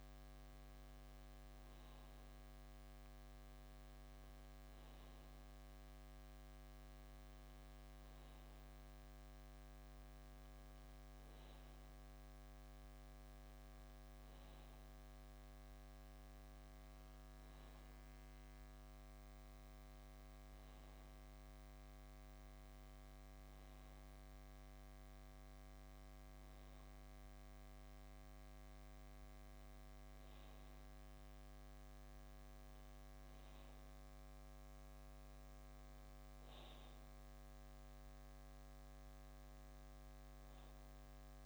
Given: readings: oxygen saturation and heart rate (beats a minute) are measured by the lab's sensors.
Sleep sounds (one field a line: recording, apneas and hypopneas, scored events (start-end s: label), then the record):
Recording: breathing in sleep, hard to hear, by a microphone on the trachea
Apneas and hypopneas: none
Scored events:
8.50-41.46 s: new sleep stage, N2 (light sleep)
From the record:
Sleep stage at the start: REM sleep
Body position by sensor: on the back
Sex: male